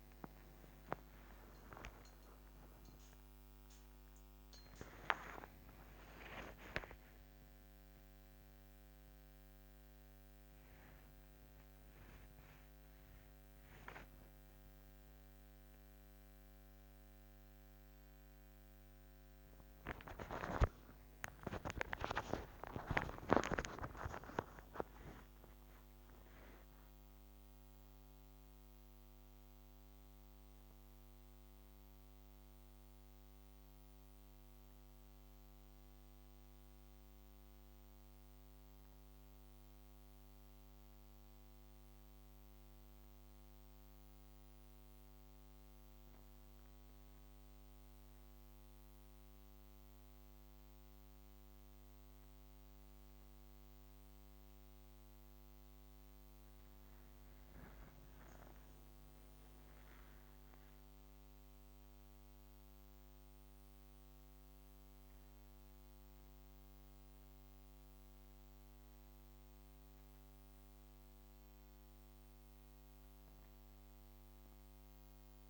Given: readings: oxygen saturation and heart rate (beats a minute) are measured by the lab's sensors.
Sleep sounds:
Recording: a person partly awake in a sleep study, by a microphone on the trachea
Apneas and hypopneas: none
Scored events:
21.50-75.50 s: new sleep stage, N1 (lightest sleep)
From the record:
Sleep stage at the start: awake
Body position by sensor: on the back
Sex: female

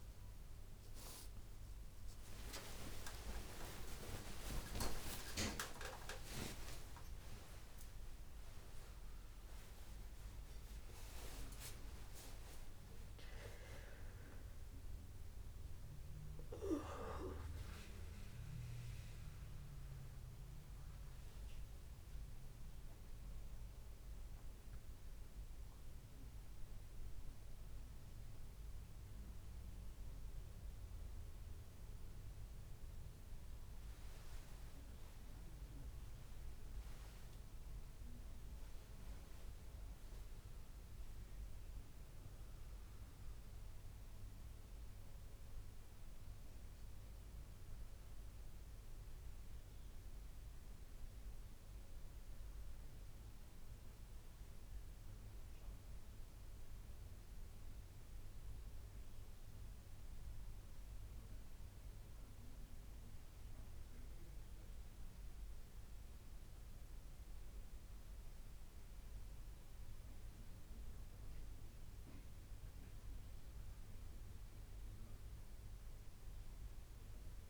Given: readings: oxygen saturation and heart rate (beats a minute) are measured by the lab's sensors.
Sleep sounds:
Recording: a person partly awake in a sleep study, by a room microphone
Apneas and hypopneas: 1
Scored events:
30.00-60.00 s: new sleep stage, N1 (lightest sleep)
53.50-63.50 s: mixed apnea (oxygen 100% before, 96% lowest, heart rate 71 before, 66 extreme, up 3 after)
60.00-77.50 s: new sleep stage, N2 (light sleep)
65.50-70.00 s: arousal
From the record:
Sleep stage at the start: awake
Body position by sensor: on the back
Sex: female

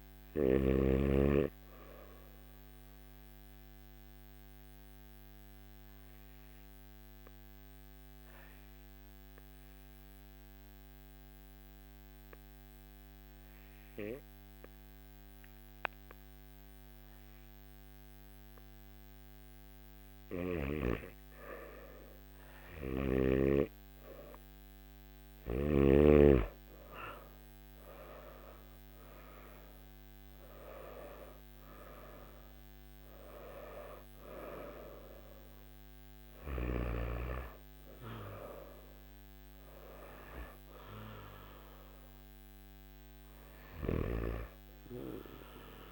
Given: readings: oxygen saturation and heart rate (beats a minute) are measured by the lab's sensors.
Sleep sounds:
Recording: breathing in sleep by a microphone on the trachea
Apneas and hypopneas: 1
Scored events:
0.00-1.00 s: snoring (device-marked)
1.50-19.00 s: obstructive apnea (oxygen 99% before, 92% lowest, heart rate 52 before, 46 extreme, up 10 after)
From the record:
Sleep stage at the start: N3 (deep sleep)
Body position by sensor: on the back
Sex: male

